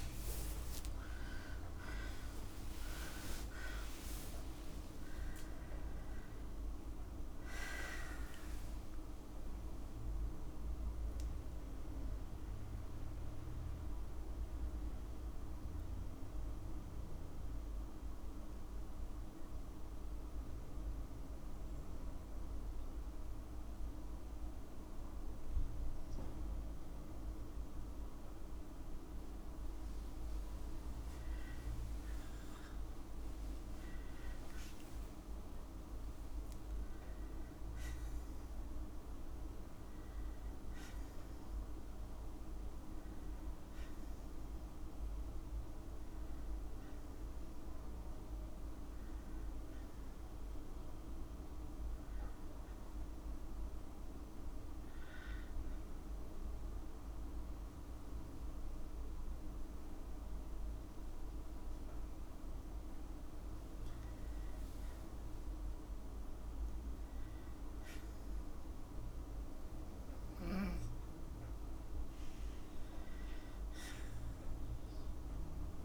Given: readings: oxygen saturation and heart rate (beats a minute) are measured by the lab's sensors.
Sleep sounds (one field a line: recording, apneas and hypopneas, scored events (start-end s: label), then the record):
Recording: breathing in sleep, hard to hear, by a room microphone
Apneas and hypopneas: 2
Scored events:
0.00-1.50 s: long interval between heartbeats (device-marked, heart rate 79 extreme)
0.00-2.50 s: arousal
0.00-10.50 s: oxygen desaturation (device-marked, oxygen 94% lowest, heart rate 55 extreme)
2.50-4.50 s: long interval between heartbeats (device-marked, heart rate 63 before, 82 extreme)
5.00-7.00 s: long interval between heartbeats (device-marked, heart rate 66 before, 94 extreme)
20.00-31.50 s: obstructive apnea (oxygen 97% before, 94% lowest, heart rate 71 before, 55 extreme, up 5 after)
34.00-37.00 s: arousal
48.50-61.00 s: hypopnea (oxygen 96% before, 94% lowest, heart rate 58 before, 55 extreme, up 2 after)
64.00-68.00 s: arousal
70.00-75.85 s: snoring (device-marked)
From the record:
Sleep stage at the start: N2 (light sleep)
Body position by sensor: on the right side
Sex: female